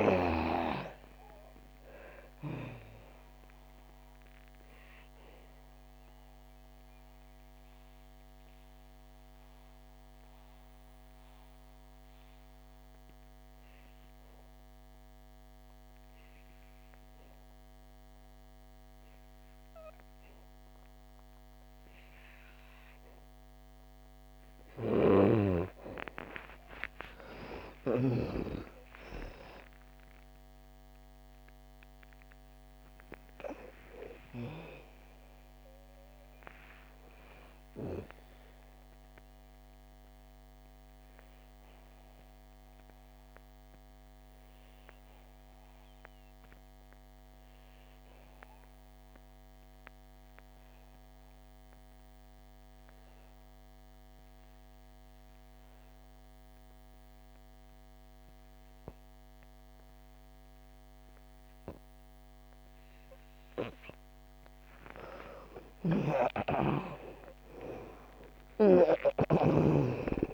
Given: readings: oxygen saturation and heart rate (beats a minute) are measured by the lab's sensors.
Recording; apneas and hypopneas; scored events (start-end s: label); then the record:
breathing in sleep by a microphone on the trachea; 2
0.00-33.00 s: oxygen desaturation (device-marked, oxygen 64% lowest, heart rate 58 extreme)
3.50-24.50 s: mixed apnea (oxygen 98% before, 64% lowest, heart rate 74 before, 66 extreme, up 28 after)
8.00-70.34 s: new sleep stage, N2 (light sleep)
25.00-28.50 s: snoring (device-marked)
27.00-32.50 s: arousal
38.50-64.00 s: obstructive apnea (oxygen 90% before, 70% lowest, heart rate 79 before, 58 extreme, up 38 after)
42.00-55.00 s: oxygen desaturation (device-marked, oxygen 90% before, 76% lowest, heart rate 80 before, 60 extreme)
60.00-70.34 s: oxygen desaturation (device-marked, oxygen 96% before, 70% lowest, heart rate 67 before, 58 extreme)
65.00-68.50 s: arousal
65.50-70.00 s: snoring (device-marked)
From the record:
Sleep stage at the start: REM sleep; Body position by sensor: on the back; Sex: female